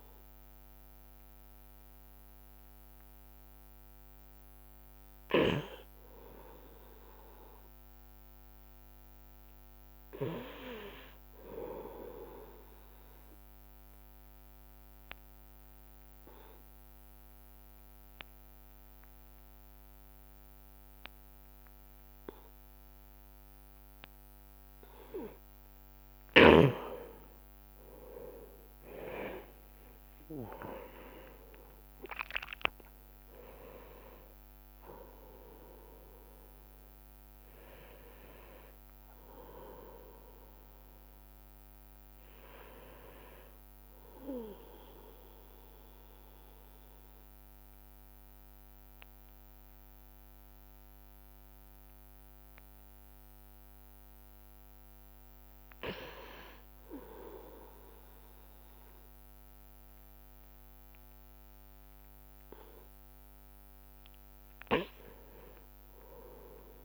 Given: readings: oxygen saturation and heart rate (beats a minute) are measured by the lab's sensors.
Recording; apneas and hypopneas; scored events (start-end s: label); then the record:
breathing in sleep by a microphone on the trachea; 2
0.00-2.50 s: oxygen desaturation (device-marked, oxygen 90% lowest, heart rate 53 extreme)
7.00-11.00 s: arousal
14.00-25.50 s: obstructive apnea (oxygen 97% before, 90% lowest, heart rate 65 before, 50 extreme, up 9 after)
19.50-29.50 s: oxygen desaturation (device-marked, oxygen 96% before, 92% lowest, heart rate 65 before, 50 extreme)
24.00-26.00 s: long interval between heartbeats (device-marked, heart rate 64 before, 64 extreme)
28.00-34.00 s: arousal
29.50-42.50 s: drop in pulse transit time (device-marked, heart rate 61 before, 50 extreme)
44.50-55.50 s: oxygen desaturation (device-marked, oxygen 93% before, 90% lowest, heart rate 66 before, 59 extreme)
46.00-56.00 s: obstructive apnea (oxygen 95% before, 90% lowest, heart rate 66 before, 59 extreme, up 2 after)
62.00-66.85 s: arousal
From the record:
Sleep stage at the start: N2 (light sleep); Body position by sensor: on the right side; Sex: male